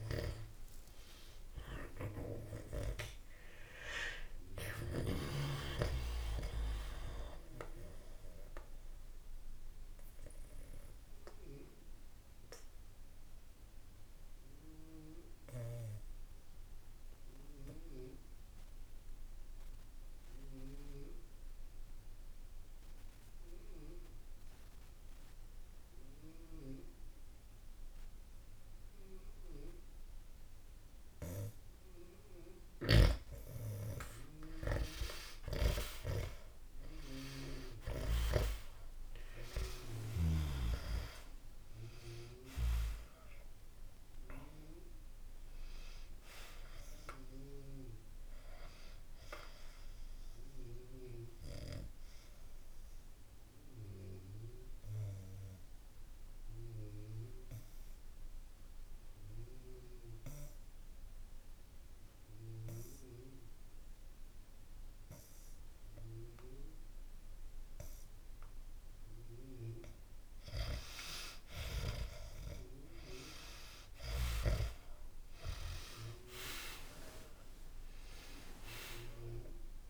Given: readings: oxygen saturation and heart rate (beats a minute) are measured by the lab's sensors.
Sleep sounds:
breathing in sleep by a room microphone; 2
0.00-4.50 s: snoring (device-marked)
0.00-10.00 s: oxygen desaturation (device-marked, oxygen 91% lowest, heart rate 66 extreme)
6.00-33.00 s: mixed apnea (oxygen 97% before, 89% lowest, heart rate 78 before, 65 extreme, up 11 after)
36.50-41.50 s: arousal
41.00-60.00 s: oxygen desaturation (device-marked, oxygen 99% before, 90% lowest, heart rate 68 before, 63 extreme)
50.50-69.00 s: obstructive apnea (oxygen 99% before, 89% lowest, heart rate 71 before, 63 extreme, up 20 after)
73.00-78.50 s: arousal
73.00-79.90 s: oxygen desaturation (device-marked, oxygen 98% before, 89% lowest, heart rate 67 before, 64 extreme)
From the record:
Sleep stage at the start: N1 (lightest sleep); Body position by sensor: on the back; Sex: male

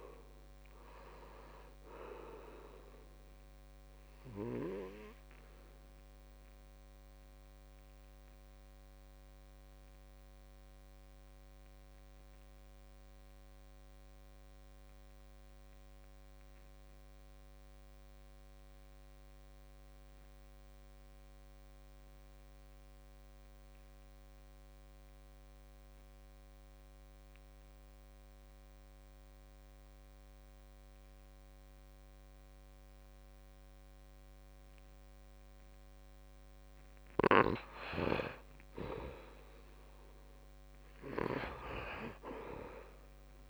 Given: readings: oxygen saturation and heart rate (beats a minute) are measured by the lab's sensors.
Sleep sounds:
breathing in sleep by a microphone on the trachea; 1
0.00-23.00 s: oxygen desaturation (device-marked, oxygen 67% lowest, heart rate 70 extreme)
6.50-36.00 s: obstructive apnea (oxygen 80% before, 67% lowest, heart rate 83 before, 67 extreme, up 6 after)
30.00-43.50 s: oxygen desaturation (device-marked, oxygen 97% before, 74% lowest, heart rate 75 before, 65 extreme)
38.50-41.50 s: arousal
From the record:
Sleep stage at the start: REM sleep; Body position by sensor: on the back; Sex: male

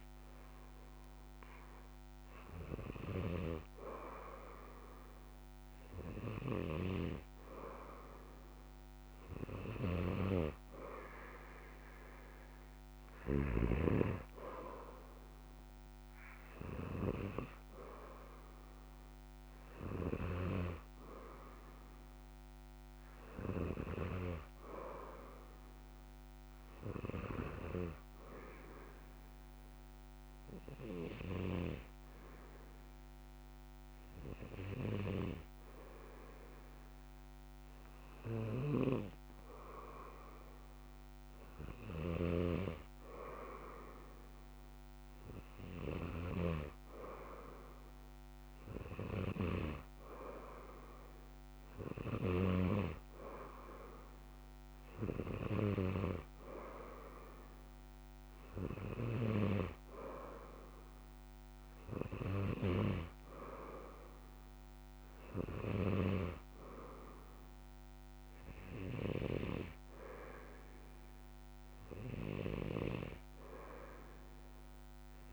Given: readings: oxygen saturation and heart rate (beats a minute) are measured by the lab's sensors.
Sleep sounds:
breathing in sleep by a microphone on the trachea; none
42.00-46.50 s: snoring (device-marked)
From the record:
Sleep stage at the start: N2 (light sleep); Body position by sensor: on the back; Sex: male

